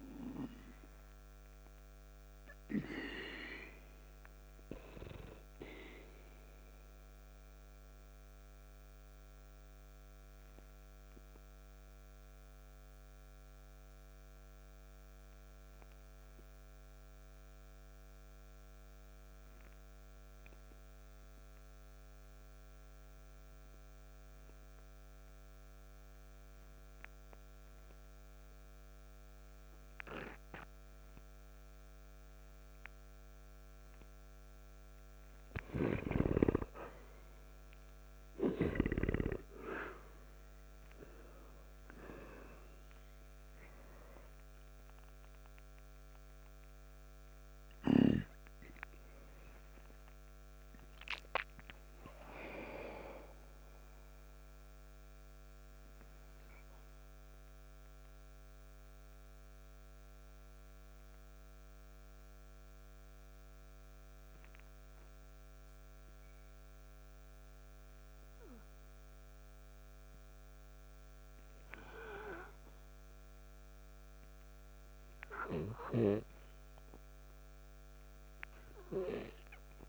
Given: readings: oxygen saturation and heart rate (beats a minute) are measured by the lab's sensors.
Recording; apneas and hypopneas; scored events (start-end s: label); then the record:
breathing in sleep by a microphone on the trachea; 2
0.00-21.50 s: oxygen desaturation (device-marked, oxygen 87% lowest, heart rate 54 extreme)
8.00-35.00 s: obstructive apnea (oxygen 98% before, 84% lowest, heart rate 59 before, 54 extreme, up 3 after)
37.50-41.50 s: arousal
38.50-75.50 s: oxygen desaturation (device-marked, oxygen 98% before, 84% lowest, heart rate 58 before, 55 extreme)
57.50-67.50 s: obstructive apnea (oxygen 98% before, 84% lowest, heart rate 60 before, 55 extreme, up 1 after)
71.50-76.00 s: arousal
From the record:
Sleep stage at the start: N2 (light sleep); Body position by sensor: on the back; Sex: male